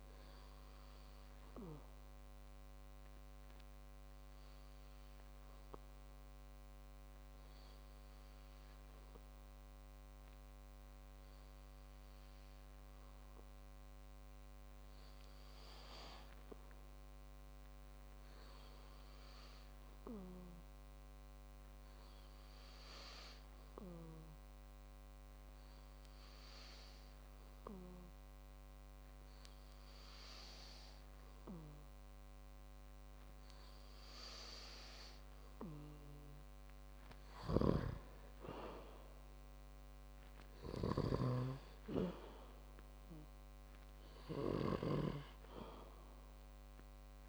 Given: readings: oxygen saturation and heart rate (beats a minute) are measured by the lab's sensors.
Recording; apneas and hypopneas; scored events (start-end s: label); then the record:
breathing in sleep by a microphone on the trachea; 1
5.50-35.00 s: hypopnea (oxygen 98% before, 94% lowest, heart rate 64 before, 53 extreme, up 12 after)
38.00-42.00 s: snoring (device-marked)
40.00-43.50 s: arousal
From the record:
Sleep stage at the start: N2 (light sleep); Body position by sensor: on the back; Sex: male